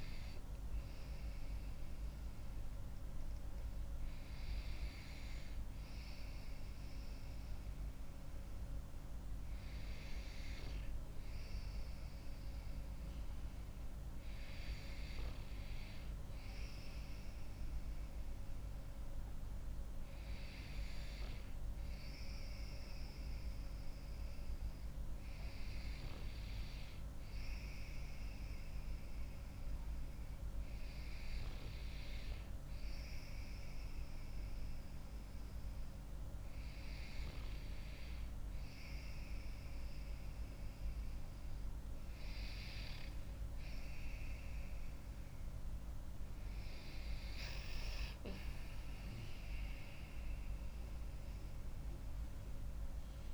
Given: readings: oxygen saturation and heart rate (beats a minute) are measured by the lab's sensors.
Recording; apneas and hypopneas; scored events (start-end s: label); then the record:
breathing in sleep, hard to hear, by a room microphone; none
46.00-49.50 s: arousal
From the record:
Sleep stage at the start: N2 (light sleep); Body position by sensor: on the back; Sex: female